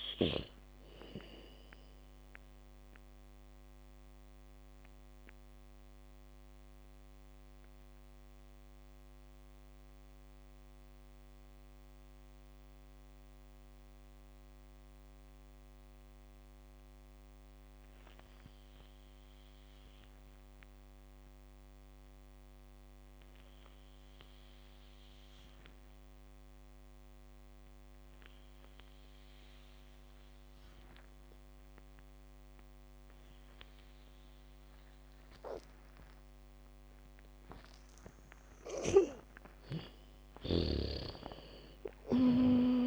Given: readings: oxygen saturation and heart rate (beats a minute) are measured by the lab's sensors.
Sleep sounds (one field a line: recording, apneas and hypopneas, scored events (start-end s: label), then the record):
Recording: breathing in sleep by a microphone on the trachea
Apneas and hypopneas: 1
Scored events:
0.00-18.00 s: oxygen desaturation (device-marked, oxygen 81% lowest, heart rate 59 extreme)
2.50-37.00 s: mixed apnea (oxygen 97% before, 80% lowest, heart rate 67 before, 45 extreme, up 2 after)
34.00-42.87 s: oxygen desaturation (device-marked, oxygen 98% before, 80% lowest, heart rate 69 before, 45 extreme)
39.00-42.87 s: arousal
39.00-42.87 s: bradycardia (device-marked, heart rate 69 before, 45 extreme)
From the record:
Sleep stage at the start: N2 (light sleep)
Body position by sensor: on the back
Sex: female